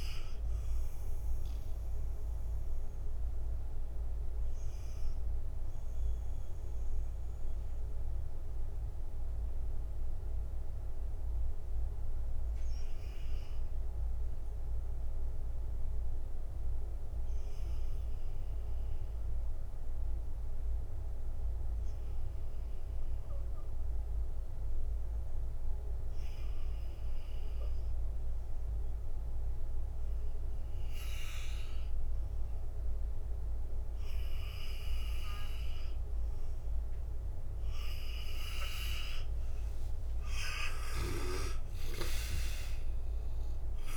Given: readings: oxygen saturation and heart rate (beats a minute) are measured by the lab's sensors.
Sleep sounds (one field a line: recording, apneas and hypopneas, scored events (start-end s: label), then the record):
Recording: breathing in sleep by a room microphone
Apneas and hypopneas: 1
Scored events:
0.00-19.50 s: oxygen desaturation (device-marked, oxygen 84% lowest, heart rate 56 extreme)
0.50-38.50 s: mixed apnea (oxygen 98% before, 80% lowest, heart rate 63 before, 56 extreme, up 9 after)
33.50-43.97 s: oxygen desaturation (device-marked, oxygen 97% before, 80% lowest, heart rate 62 before, 56 extreme)
39.50-43.97 s: arousal
From the record:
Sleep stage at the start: N2 (light sleep)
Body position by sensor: on the back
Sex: male